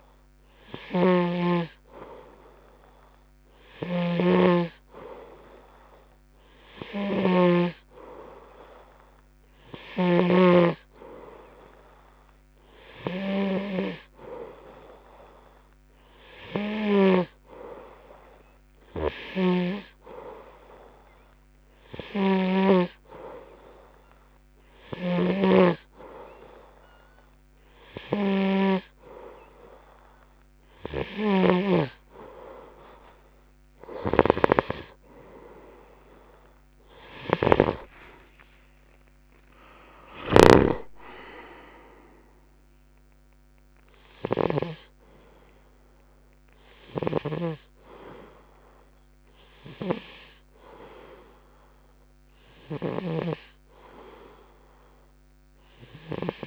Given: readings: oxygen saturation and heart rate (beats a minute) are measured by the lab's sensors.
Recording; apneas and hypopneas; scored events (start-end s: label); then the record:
breathing in sleep by a microphone on the trachea; none
1.00-8.00 s: snoring (device-marked)
19.50-53.50 s: snoring (device-marked)
34.00-38.50 s: arousal
From the record:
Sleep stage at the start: N2 (light sleep); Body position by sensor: on the right side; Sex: male